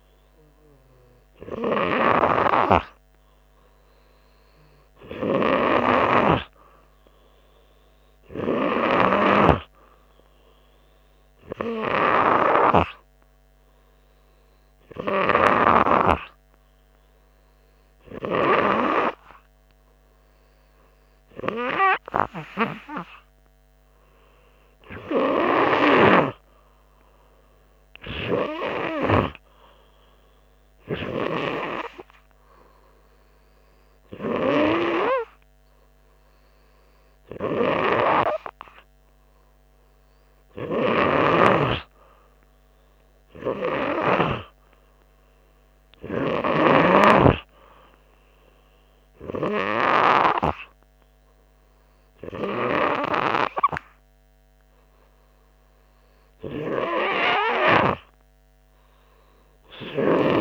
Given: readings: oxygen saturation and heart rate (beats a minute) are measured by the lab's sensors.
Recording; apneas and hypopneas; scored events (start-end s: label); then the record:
breathing in sleep by a microphone on the trachea; none
none scored
From the record:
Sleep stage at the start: N3 (deep sleep); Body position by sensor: on the front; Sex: male